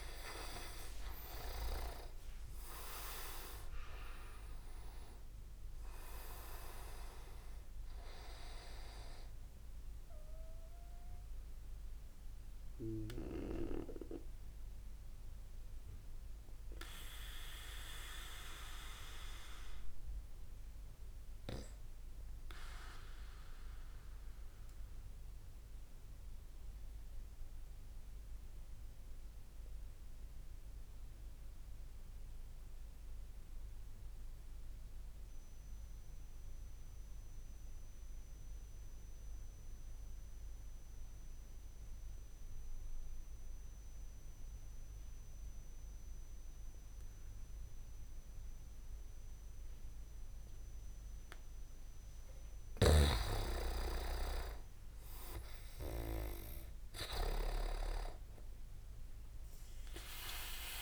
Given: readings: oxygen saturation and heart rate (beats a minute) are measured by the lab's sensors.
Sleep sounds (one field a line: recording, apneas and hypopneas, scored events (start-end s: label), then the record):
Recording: breathing in sleep by a room microphone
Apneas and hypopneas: 1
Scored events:
0.00-2.50 s: arousal
0.00-3.50 s: leg movement (device-marked)
0.00-17.00 s: oxygen desaturation (device-marked, oxygen 88% lowest)
12.00-51.50 s: obstructive apnea (oxygen 98% before, 87% lowest)
19.00-32.00 s: oxygen desaturation (device-marked, oxygen 91% before, 87% lowest)
48.00-60.82 s: oxygen desaturation (device-marked, oxygen 98% before, 89% lowest)
53.00-56.00 s: arousal
From the record:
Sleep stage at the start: N2 (light sleep)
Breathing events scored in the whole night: 310 in 5.2 hours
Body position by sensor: on the back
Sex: male